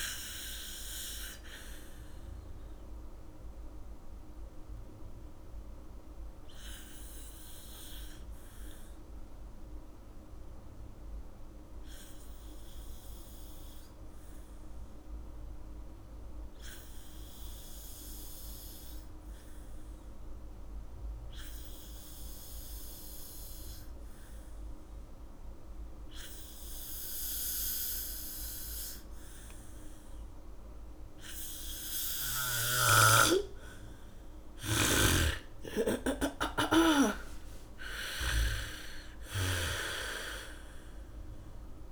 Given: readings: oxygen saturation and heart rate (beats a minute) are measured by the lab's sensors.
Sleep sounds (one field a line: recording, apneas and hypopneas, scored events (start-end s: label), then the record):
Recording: breathing in sleep by a room microphone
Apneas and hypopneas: 1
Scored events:
0.00-17.00 s: oxygen desaturation (device-marked, oxygen 80% lowest, heart rate 45 extreme)
1.50-33.50 s: obstructive apnea (oxygen 99% before, 78% lowest, heart rate 61 before, 58 extreme, up 19 after)
27.00-41.92 s: oxygen desaturation (device-marked, oxygen 98% before, 78% lowest, heart rate 73 before, 46 extreme)
35.00-38.00 s: arousal
35.50-40.50 s: snoring (device-marked)
From the record:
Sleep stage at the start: N2 (light sleep)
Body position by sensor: on the back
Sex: female